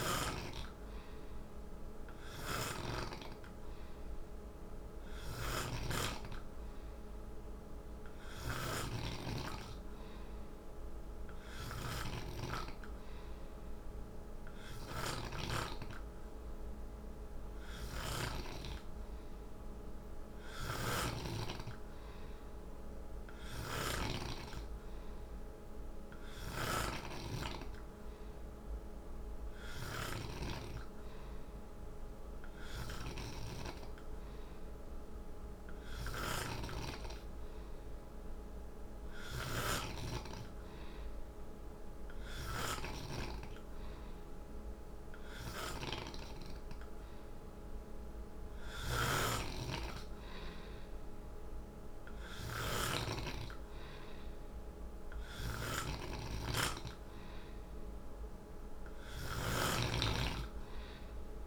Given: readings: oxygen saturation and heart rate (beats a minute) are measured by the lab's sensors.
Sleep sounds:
breathing in sleep by a room microphone; none
0.00-3.00 s: snoring (device-marked)
5.00-24.00 s: snoring (device-marked)
35.50-61.47 s: snoring (device-marked)
From the record:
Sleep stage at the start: N2 (light sleep); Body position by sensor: on the back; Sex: male

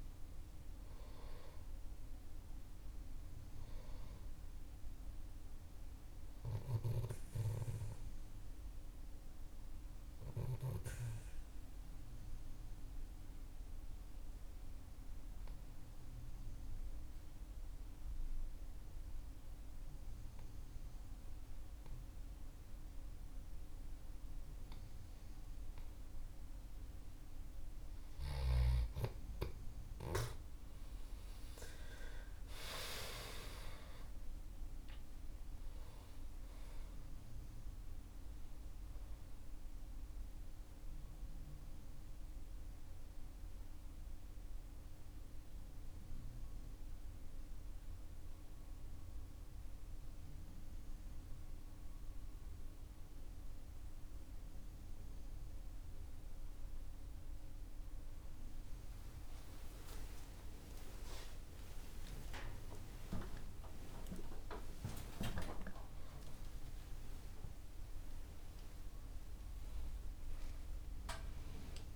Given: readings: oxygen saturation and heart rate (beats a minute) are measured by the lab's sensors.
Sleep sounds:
a person partly awake in a sleep study, by a room microphone; 2
0.00-2.50 s: arousal
10.50-27.50 s: obstructive apnea (oxygen 98% before, 89% lowest, heart rate 58 before, 48 extreme)
19.50-49.50 s: new sleep stage, N1 (lightest sleep)
27.50-34.50 s: oxygen desaturation (device-marked, oxygen 98% before, 94% lowest, heart rate 50 before, 49 extreme)
31.50-36.00 s: arousal
42.00-55.50 s: mixed apnea (oxygen 98% before, 89% lowest, heart rate 75 before, 49 extreme)
49.50-71.96 s: new sleep stage, awake
60.50-65.50 s: oxygen desaturation (device-marked, oxygen 97% before, 94% lowest, heart rate 58 before, 69 extreme)
From the record:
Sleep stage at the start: N2 (light sleep); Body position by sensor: on the back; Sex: male

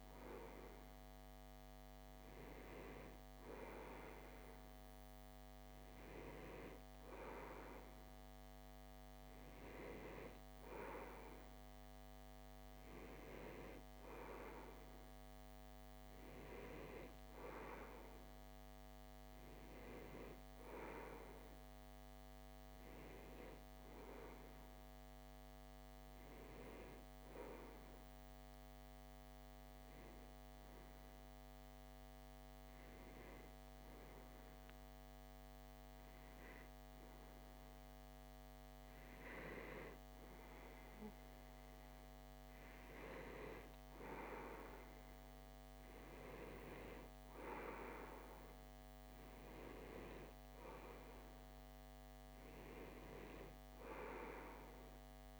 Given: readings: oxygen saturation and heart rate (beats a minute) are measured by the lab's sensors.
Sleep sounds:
breathing in sleep by a microphone on the trachea; none
none scored
From the record:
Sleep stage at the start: REM sleep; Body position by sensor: on the left side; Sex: male

